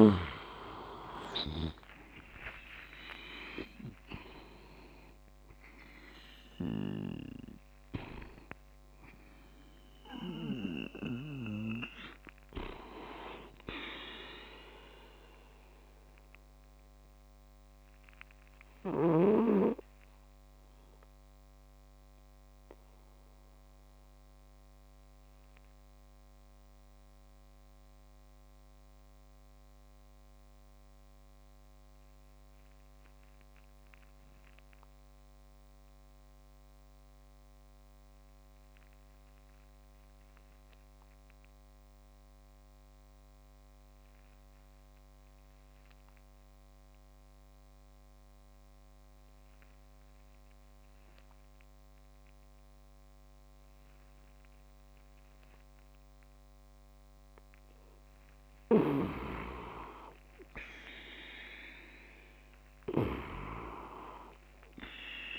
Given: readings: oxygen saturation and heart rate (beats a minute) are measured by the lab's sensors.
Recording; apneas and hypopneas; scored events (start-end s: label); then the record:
breathing in sleep by a microphone on the trachea; 1
0.00-19.00 s: oxygen desaturation (device-marked, oxygen 95% lowest)
2.00-5.00 s: leg movement (device-marked)
2.00-6.00 s: arousal
19.00-57.50 s: mixed apnea (oxygen 98% before, 93% lowest)
28.00-40.00 s: oxygen desaturation (device-marked, oxygen 97% before, 94% lowest)
58.00-65.39 s: snoring (device-marked)
60.00-63.50 s: arousal
From the record:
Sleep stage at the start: N2 (light sleep); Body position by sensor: on the back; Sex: male